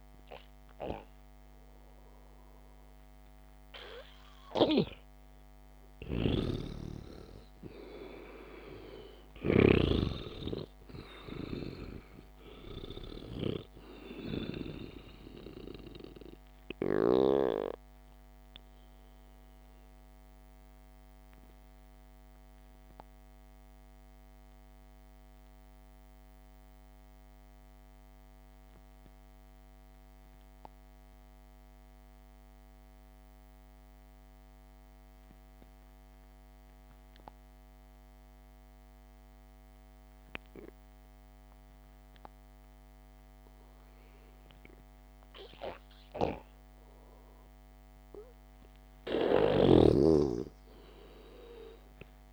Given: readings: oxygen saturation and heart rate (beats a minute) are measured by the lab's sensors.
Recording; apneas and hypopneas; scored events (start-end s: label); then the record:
breathing in sleep by a microphone on the trachea; 1
1.00-5.00 s: arousal
5.00-14.00 s: snoring (device-marked)
21.50-45.50 s: mixed apnea (oxygen 98% before, 89% lowest, heart rate 58 before, 53 extreme)
29.50-37.50 s: oxygen desaturation (device-marked, oxygen 94% before, 91% lowest, heart rate 61 before, 53 extreme)
50.00-52.33 s: snoring (device-marked)
From the record:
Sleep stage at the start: N2 (light sleep); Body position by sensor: on the back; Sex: male